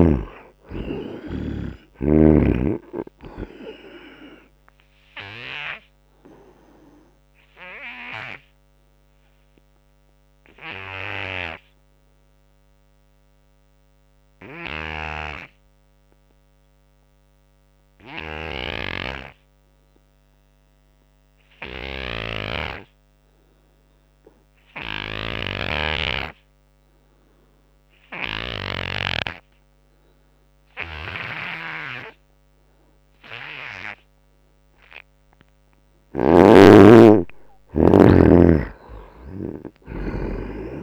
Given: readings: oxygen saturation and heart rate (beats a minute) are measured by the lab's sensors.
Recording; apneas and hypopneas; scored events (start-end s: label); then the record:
breathing in sleep by a microphone on the trachea; 1
0.00-1.00 s: arousal
0.00-21.00 s: oxygen desaturation (device-marked, oxygen 74% lowest, heart rate 74 extreme)
4.50-35.00 s: obstructive apnea (oxygen 97% before, 74% lowest, heart rate 80 before, 78 extreme, up 6 after)
14.50-18.50 s: snoring (device-marked)
23.00-40.83 s: oxygen desaturation (device-marked, oxygen 97% before, 75% lowest, heart rate 84 before, 75 extreme)
25.00-29.00 s: snoring (device-marked)
36.50-38.50 s: arousal
From the record:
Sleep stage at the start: N2 (light sleep); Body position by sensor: on the right side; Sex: male